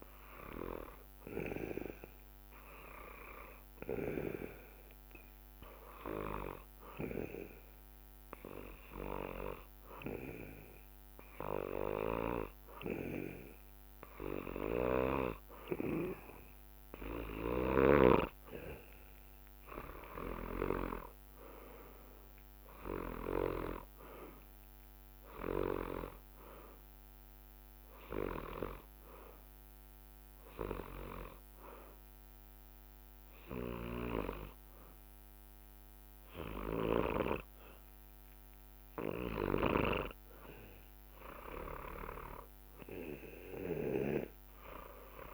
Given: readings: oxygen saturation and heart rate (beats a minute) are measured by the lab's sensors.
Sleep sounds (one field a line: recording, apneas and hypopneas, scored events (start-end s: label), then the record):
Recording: breathing in sleep by a microphone on the trachea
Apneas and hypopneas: 2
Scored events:
0.00-4.50 s: drop in pulse transit time (device-marked, heart rate 60 extreme)
4.50-15.50 s: hypopnea (oxygen 96% before, 93% lowest, heart rate 65 before, 60 extreme, up 11 after)
17.50-21.50 s: arousal
21.50-31.50 s: drop in pulse transit time (device-marked, heart rate 63 before, 60 extreme)
29.50-39.50 s: hypopnea (oxygen 96% before, 93% lowest, heart rate 66 before, 62 extreme, up 14 after)
42.00-45.34 s: arousal
From the record:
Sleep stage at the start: N2 (light sleep)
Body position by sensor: on the back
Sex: male